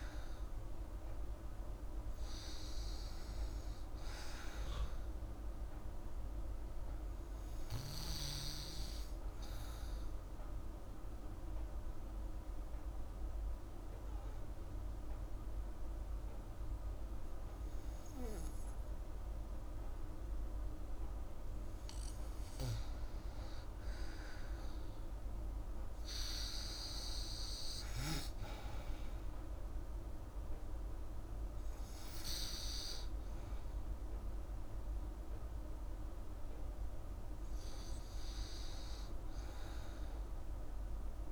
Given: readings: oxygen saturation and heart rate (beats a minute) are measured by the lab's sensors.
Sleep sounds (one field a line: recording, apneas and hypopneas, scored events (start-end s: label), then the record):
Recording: breathing in sleep, hard to hear, by a room microphone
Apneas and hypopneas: 1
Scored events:
10.00-21.00 s: oxygen desaturation (device-marked, oxygen 98% before, 94% lowest, heart rate 83 before, 58 extreme)
10.50-22.50 s: obstructive apnea (oxygen 98% before, 94% lowest, heart rate 83 before, 58 extreme, up 51 after)
25.00-28.00 s: arousal
39.00-41.32 s: oxygen desaturation (device-marked, oxygen 98% before, 94% lowest, heart rate 84 before, 60 extreme)
From the record:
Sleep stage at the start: N2 (light sleep)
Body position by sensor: on the back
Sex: female